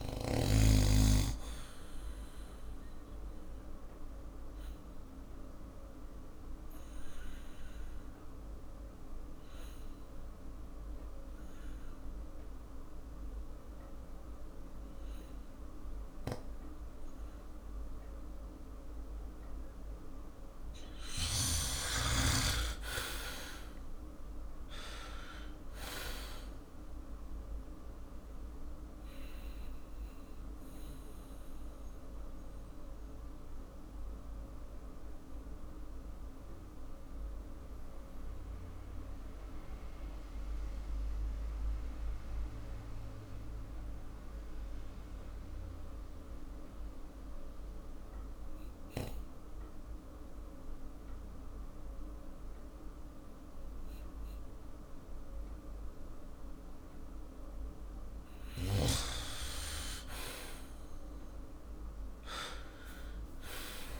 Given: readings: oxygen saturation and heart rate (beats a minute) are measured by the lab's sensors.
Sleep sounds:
breathing in sleep by a room microphone; 2
3.00-20.00 s: obstructive apnea (oxygen 97% before, 90% lowest, heart rate 53 before, 45 extreme, up 12 after)
21.00-39.00 s: oxygen desaturation (device-marked, oxygen 97% before, 91% lowest, heart rate 54 before, 45 extreme)
22.00-26.00 s: arousal
29.00-58.00 s: obstructive apnea (oxygen 97% before, 88% lowest, heart rate 55 before, 45 extreme, up 10 after)
60.00-64.00 s: arousal
From the record:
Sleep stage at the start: N2 (light sleep); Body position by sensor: on the back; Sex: male

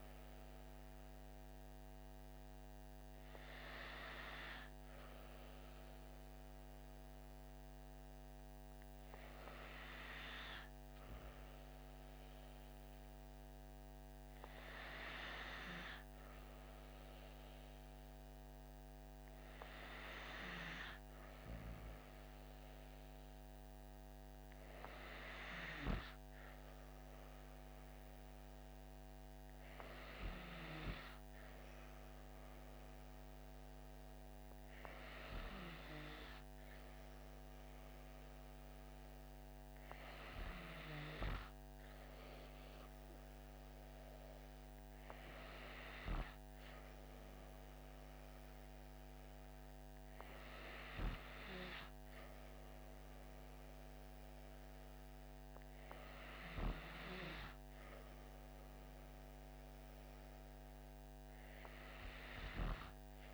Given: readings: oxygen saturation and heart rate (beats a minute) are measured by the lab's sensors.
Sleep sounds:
breathing in sleep by a microphone on the trachea; none
none scored
From the record:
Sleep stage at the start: N2 (light sleep); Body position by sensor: on the back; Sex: female

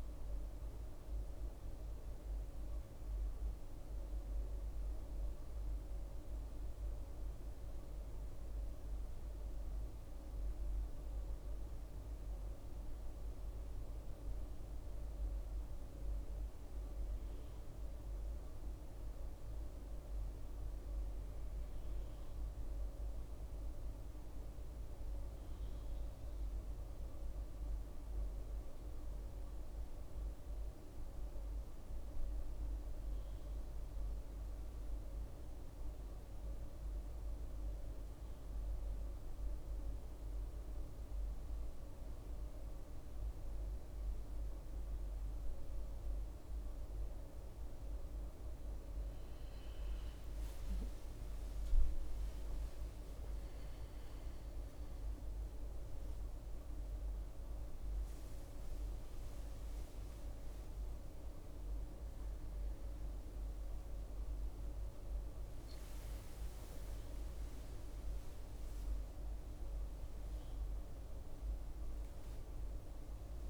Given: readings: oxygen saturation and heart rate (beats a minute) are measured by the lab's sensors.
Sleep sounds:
breathing in sleep, hard to hear, by a room microphone; 1
11.00-14.50 s: arousal
18.50-36.00 s: hypopnea (oxygen 99% before, 94% lowest, heart rate 65 before, 61 extreme, up 5 after)
57.00-73.50 s: new sleep stage, awake
From the record:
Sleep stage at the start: N2 (light sleep); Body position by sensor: on the back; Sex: female

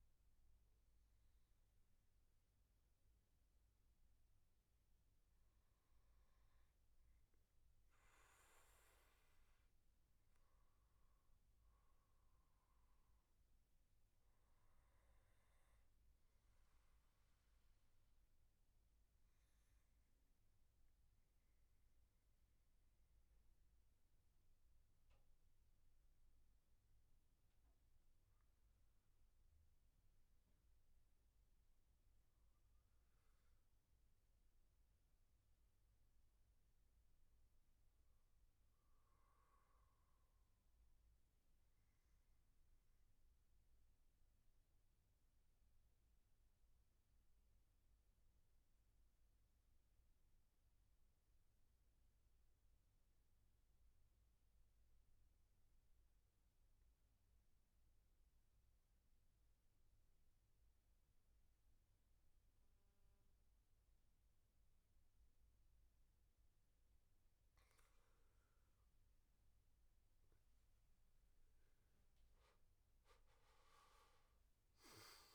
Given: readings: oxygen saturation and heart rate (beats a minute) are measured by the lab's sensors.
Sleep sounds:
breathing in sleep, hard to hear, by a room microphone; 2
14.50-31.50 s: obstructive apnea (oxygen 97% before, 88% lowest, heart rate 80 before, 77 extreme, up 6 after)
33.00-35.50 s: arousal
42.50-66.00 s: obstructive apnea (oxygen 97% before, 88% lowest, heart rate 81 before, 73 extreme, up 11 after)
62.00-75.35 s: oxygen desaturation (device-marked, oxygen 97% before, 88% lowest, heart rate 81 before, 73 extreme)
68.00-72.50 s: arousal
68.00-75.35 s: new sleep stage, N1 (lightest sleep)
From the record:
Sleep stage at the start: N2 (light sleep); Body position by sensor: on the back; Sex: male

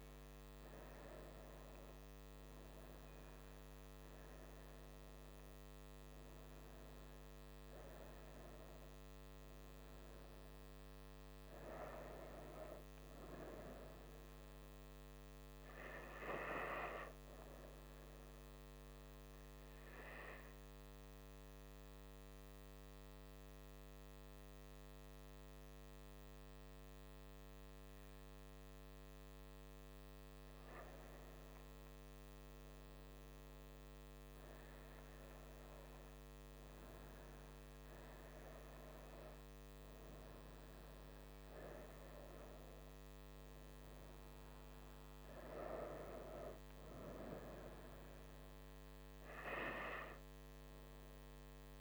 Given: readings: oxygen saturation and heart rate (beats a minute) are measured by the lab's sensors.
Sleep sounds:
breathing in sleep by a microphone on the trachea; 1
19.50-30.00 s: hypopnea (oxygen 97% before, 95% lowest, heart rate 72 before, 66 extreme, up 7 after)
31.50-35.50 s: arousal
From the record:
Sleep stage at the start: N2 (light sleep); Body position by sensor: on the front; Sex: female

